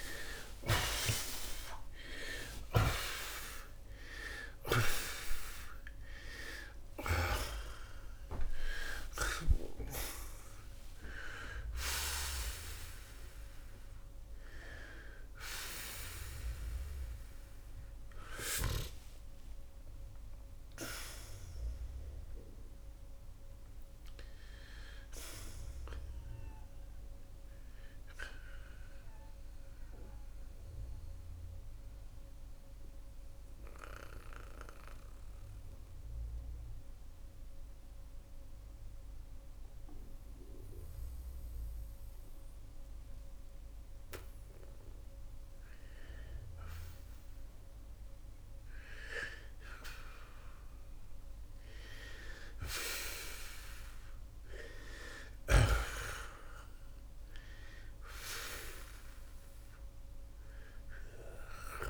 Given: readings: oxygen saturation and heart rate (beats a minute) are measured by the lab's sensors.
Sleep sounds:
breathing in sleep by a room microphone; 1
0.00-2.00 s: arousal
0.50-30.50 s: new sleep stage, N1 (lightest sleep)
4.00-9.50 s: snoring (device-marked)
4.50-14.50 s: oxygen desaturation (device-marked, oxygen 94% before, 90% lowest)
16.50-42.50 s: oxygen desaturation (device-marked, oxygen 92% before, 82% lowest)
30.00-44.00 s: central apnea (oxygen 94% before, 82% lowest)
30.50-61.90 s: new sleep stage, N2 (light sleep)
48.00-51.50 s: arousal
From the record:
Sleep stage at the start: N2 (light sleep); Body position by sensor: on the back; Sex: male

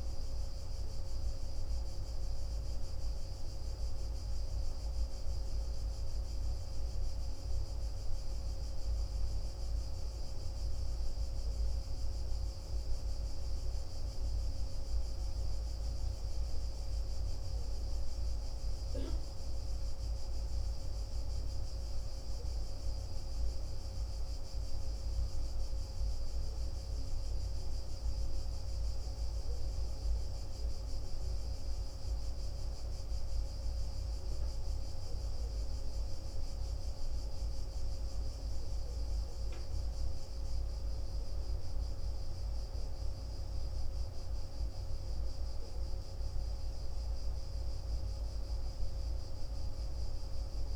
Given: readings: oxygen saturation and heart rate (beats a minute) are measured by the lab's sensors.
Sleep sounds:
a person awake in a sleep study, hard to hear, by a room microphone; none
none scored
From the record:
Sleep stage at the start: awake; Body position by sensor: on the back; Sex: male

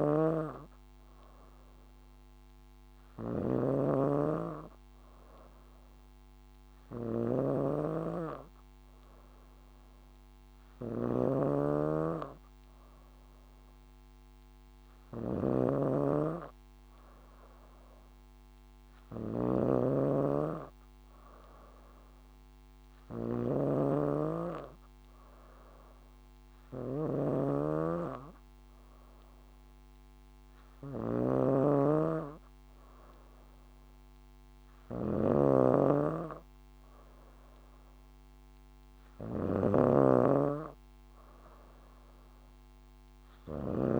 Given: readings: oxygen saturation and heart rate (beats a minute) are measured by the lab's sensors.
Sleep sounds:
breathing in sleep by a microphone on the trachea; none
0.00-44.00 s: snoring (device-marked)
From the record:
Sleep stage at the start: N3 (deep sleep); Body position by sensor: on the back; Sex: female

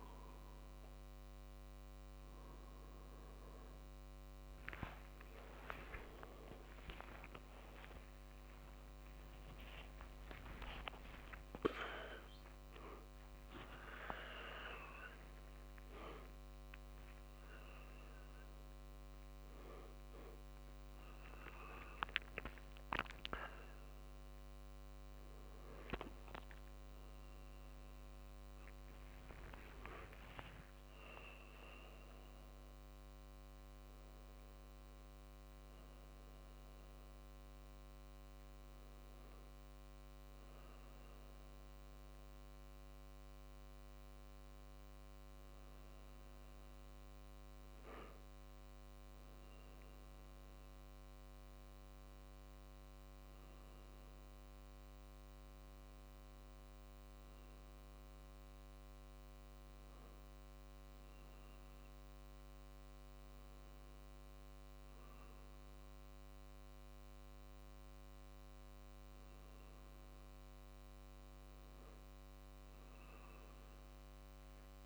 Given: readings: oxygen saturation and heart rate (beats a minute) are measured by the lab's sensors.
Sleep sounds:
breathing in sleep by a microphone on the trachea; none
4.00-10.50 s: arousal
6.50-10.50 s: tachycardia (device-marked, heart rate 51 before, 107 extreme)
7.00-9.00 s: long interval between heartbeats (device-marked, heart rate 53 before, 76 extreme)
9.50-22.50 s: drop in pulse transit time (device-marked, heart rate 57 before, 66 extreme)
10.00-12.00 s: long interval between heartbeats (device-marked, heart rate 57 before, 107 extreme)
12.50-14.50 s: long interval between heartbeats (device-marked, heart rate 66 before, 99 extreme)
20.50-74.86 s: new sleep stage, N1 (lightest sleep)
21.00-23.00 s: long interval between heartbeats (device-marked, heart rate 79 before, 77 extreme)
25.50-27.50 s: long interval between heartbeats (device-marked, heart rate 86 before, 80 extreme)
From the record:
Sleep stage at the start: N2 (light sleep); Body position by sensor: on the back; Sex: male

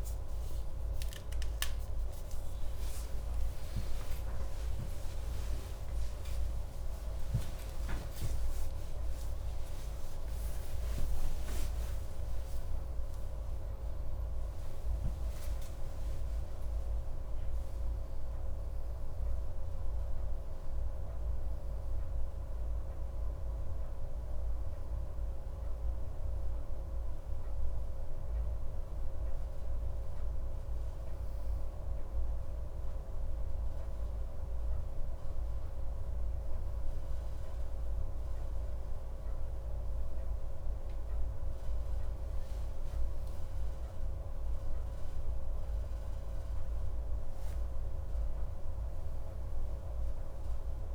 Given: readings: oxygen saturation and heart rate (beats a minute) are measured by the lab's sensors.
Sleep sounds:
a person awake in a sleep study, hard to hear, by a room microphone; none
none scored
From the record:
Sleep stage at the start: awake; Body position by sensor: on the right side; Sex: male

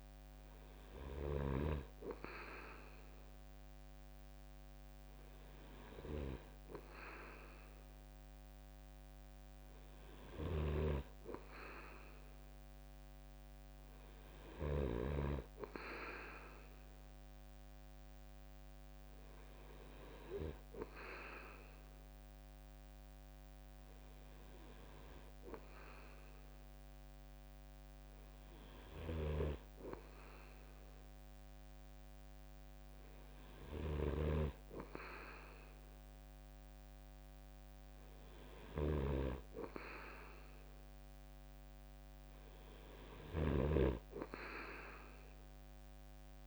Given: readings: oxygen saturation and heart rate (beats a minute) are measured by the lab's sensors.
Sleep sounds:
breathing in sleep by a microphone on the trachea; none
0.00-1.50 s: snoring (device-marked)
10.00-15.00 s: snoring (device-marked)
28.50-46.47 s: snoring (device-marked)
From the record:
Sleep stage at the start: N2 (light sleep); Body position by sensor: on the right side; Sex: male

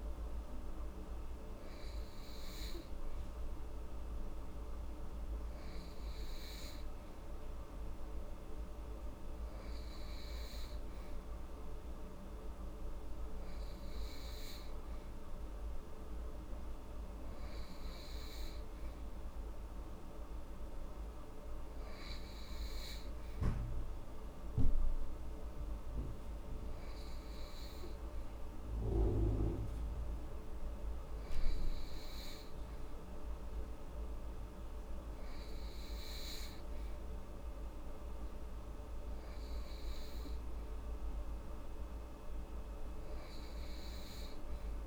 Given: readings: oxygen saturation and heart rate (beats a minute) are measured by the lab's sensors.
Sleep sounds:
breathing in sleep, hard to hear, by a room microphone; none
none scored
From the record:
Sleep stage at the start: N3 (deep sleep); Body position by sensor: upright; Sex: female

